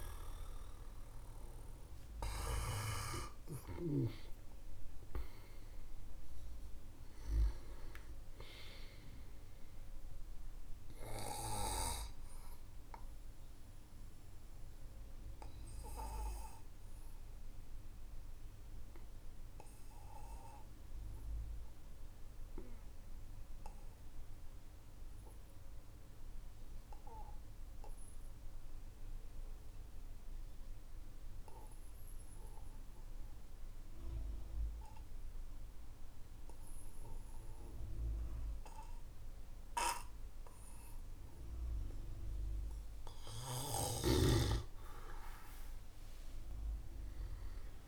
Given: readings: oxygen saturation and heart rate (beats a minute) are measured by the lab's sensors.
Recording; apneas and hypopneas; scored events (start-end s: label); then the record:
breathing in sleep by a room microphone; 1
0.00-3.50 s: snoring (device-marked)
0.00-28.50 s: oxygen desaturation (device-marked, oxygen 95% lowest, heart rate 47 extreme)
11.50-43.50 s: obstructive apnea (oxygen 99% before, 94% lowest, heart rate 57 before, 43 extreme, up 19 after)
44.50-47.88 s: arousal
From the record:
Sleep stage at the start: N2 (light sleep); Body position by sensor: on the back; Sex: male